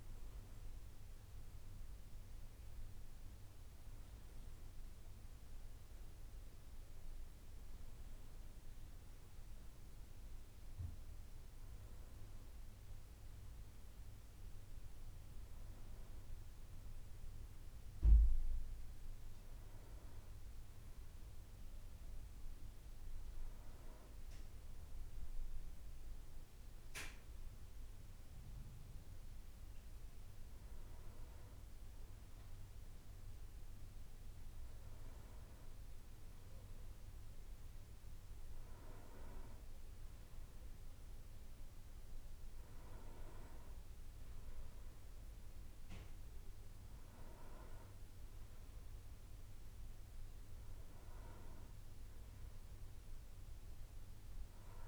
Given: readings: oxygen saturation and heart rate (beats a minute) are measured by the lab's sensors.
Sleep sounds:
breathing in sleep, hard to hear, by a room microphone; none
47.50-54.88 s: new sleep stage, N2 (light sleep)
From the record:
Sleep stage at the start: N1 (lightest sleep); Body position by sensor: on the back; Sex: male

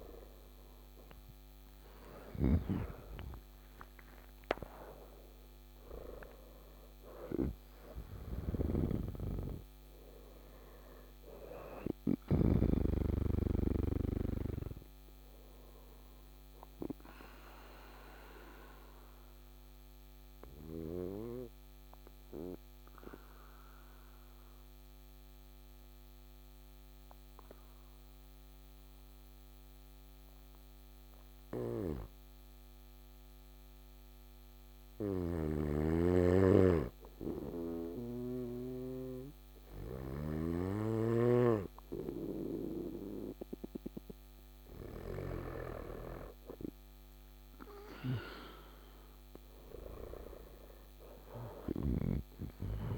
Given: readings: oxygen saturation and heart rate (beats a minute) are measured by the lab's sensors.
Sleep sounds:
breathing in sleep by a microphone on the trachea; 1
0.00-2.00 s: arousal
0.00-12.00 s: snoring (device-marked)
20.00-43.50 s: obstructive apnea (oxygen 98% before, 93% lowest, heart rate 65 before, 54 extreme, up 8 after)
34.50-40.00 s: snoring (device-marked)
45.00-51.00 s: arousal
45.50-52.98 s: oxygen desaturation (device-marked, oxygen 99% before, 94% lowest, heart rate 55 before, 55 extreme)
From the record:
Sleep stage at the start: N2 (light sleep); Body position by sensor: on the back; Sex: male

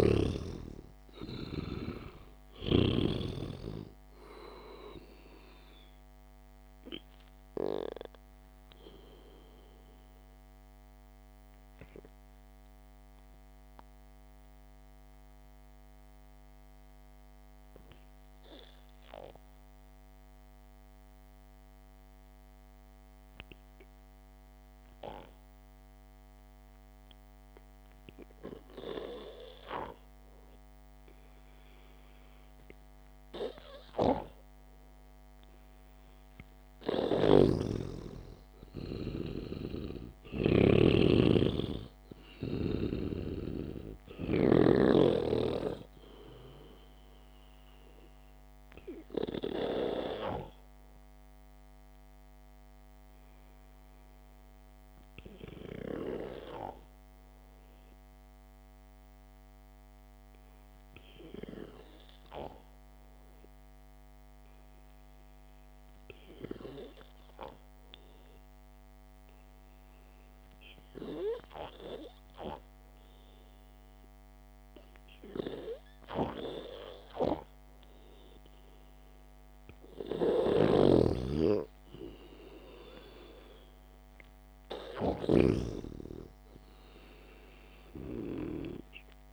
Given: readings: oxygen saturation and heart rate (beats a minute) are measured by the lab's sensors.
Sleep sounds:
breathing in sleep by a microphone on the trachea; 2
0.00-1.50 s: arousal
0.00-3.50 s: snoring (device-marked)
0.00-29.50 s: oxygen desaturation (device-marked, oxygen 90% lowest, heart rate 53 extreme)
14.00-32.00 s: obstructive apnea (oxygen 98% before, 90% lowest, heart rate 57 before, 53 extreme)
36.00-41.50 s: arousal
37.50-41.00 s: snoring (device-marked)
50.50-79.00 s: hypopnea (oxygen 98% before, 91% lowest, heart rate 57 before, 53 extreme, up 0 after)
59.50-66.50 s: oxygen desaturation (device-marked, oxygen 94% before, 91% lowest, heart rate 59 before, 53 extreme)
81.00-86.00 s: snoring (device-marked)
82.00-87.00 s: arousal
From the record:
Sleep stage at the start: N2 (light sleep); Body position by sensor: on the back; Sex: male

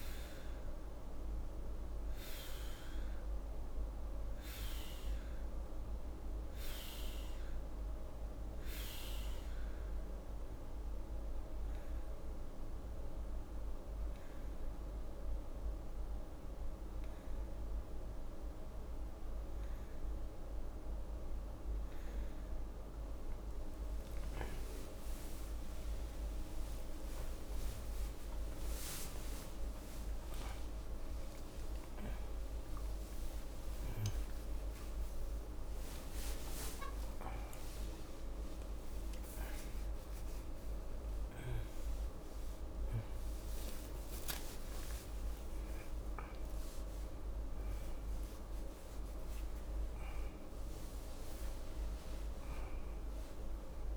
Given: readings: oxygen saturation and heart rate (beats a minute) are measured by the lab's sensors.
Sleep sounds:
a person awake in a sleep study, hard to hear, by a room microphone; none
11.00-53.97 s: new sleep stage, awake
From the record:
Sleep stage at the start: N2 (light sleep); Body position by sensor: on the right side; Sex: female

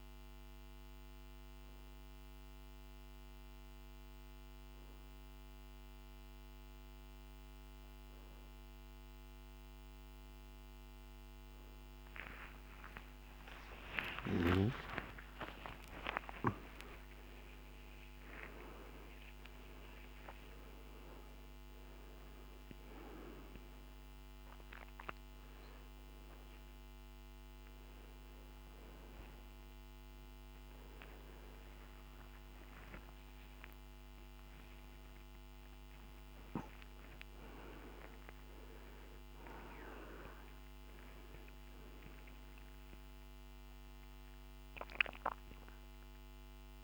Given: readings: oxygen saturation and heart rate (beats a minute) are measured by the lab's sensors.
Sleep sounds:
a person awake in a sleep study, by a microphone on the trachea; none
15.00-46.83 s: new sleep stage, awake
From the record:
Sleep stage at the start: N2 (light sleep); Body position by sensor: on the back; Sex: male

